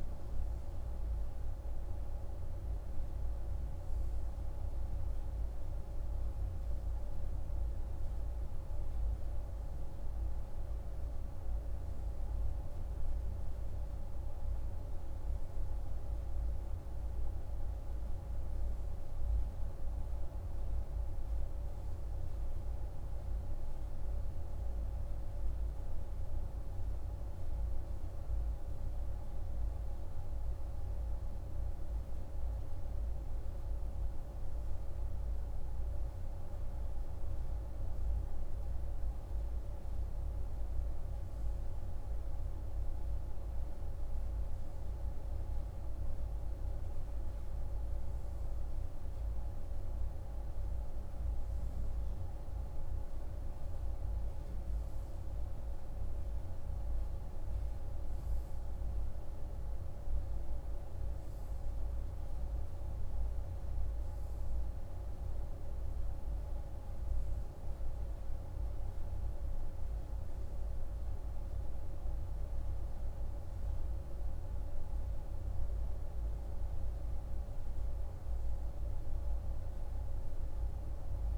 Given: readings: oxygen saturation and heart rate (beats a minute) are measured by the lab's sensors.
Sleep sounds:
breathing in sleep, hard to hear, by a room microphone; none
none scored
From the record:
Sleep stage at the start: N2 (light sleep); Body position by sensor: on the right side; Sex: male

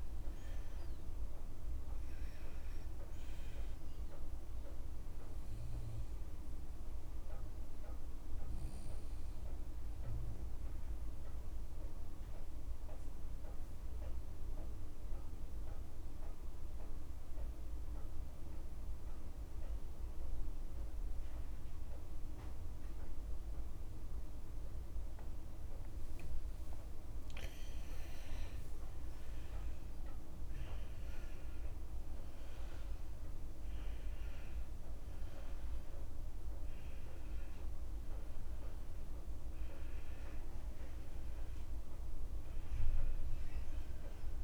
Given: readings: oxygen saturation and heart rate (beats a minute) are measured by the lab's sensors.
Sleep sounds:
breathing in sleep, hard to hear, by a room microphone; 1
0.00-22.00 s: oxygen desaturation (device-marked, oxygen 96% before, 91% lowest, heart rate 59 before, 53 extreme)
10.50-25.50 s: mixed apnea (oxygen 98% before, 88% lowest, heart rate 60 before, 53 extreme, up 24 after)
26.50-30.50 s: arousal
27.50-29.50 s: long interval between heartbeats (device-marked, heart rate 54 before, 67 extreme)
31.00-33.00 s: long interval between heartbeats (device-marked, heart rate 57 before, 77 extreme)
31.00-44.44 s: oxygen desaturation (device-marked, oxygen 95% before, 88% lowest, heart rate 57 before, 50 extreme)
41.00-44.44 s: tachycardia (device-marked)
From the record:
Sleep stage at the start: N2 (light sleep); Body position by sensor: on the left side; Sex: male

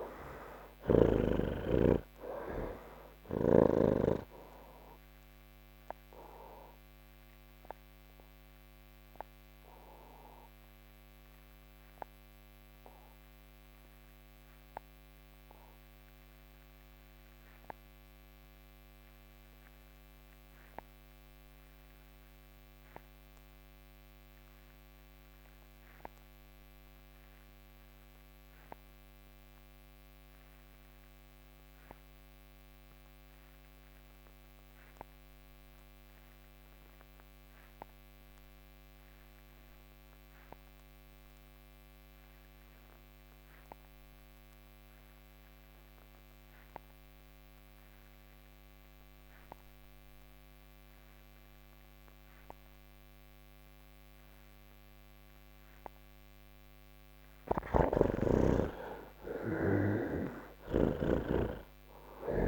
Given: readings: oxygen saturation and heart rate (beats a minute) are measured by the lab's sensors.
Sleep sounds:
breathing in sleep by a microphone on the trachea; 1
0.00-23.50 s: oxygen desaturation (device-marked, oxygen 65% lowest, heart rate 107 extreme)
6.00-55.00 s: mixed apnea (oxygen 93% before, 62% lowest, heart rate 142 before, 111 extreme, up 43 after)
25.50-62.48 s: oxygen desaturation (device-marked, oxygen 96% before, 62% lowest, heart rate 136 before, 81 extreme)
48.50-62.48 s: new sleep stage, N2 (light sleep)
57.50-62.48 s: snoring (device-marked)
From the record:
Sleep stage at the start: N1 (lightest sleep); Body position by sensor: on the back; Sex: male

